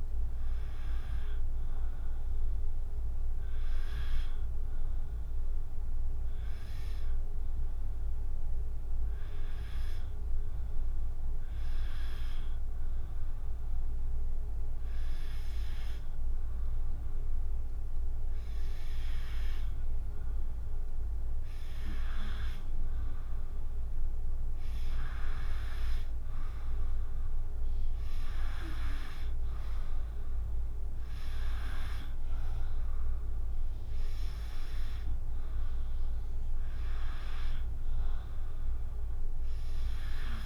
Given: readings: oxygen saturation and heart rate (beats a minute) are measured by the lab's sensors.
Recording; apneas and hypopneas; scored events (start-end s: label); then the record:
breathing in sleep by a room microphone; 1
0.00-3.50 s: drop in pulse transit time (device-marked, heart rate 75 extreme)
11.50-22.50 s: hypopnea (oxygen 95% before, 93% lowest, heart rate 76 before, 74 extreme, up 3 after)
21.50-36.50 s: drop in pulse transit time (device-marked, heart rate 74 before, 75 extreme)
25.50-29.00 s: arousal
From the record:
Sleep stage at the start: N2 (light sleep); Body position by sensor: on the back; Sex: female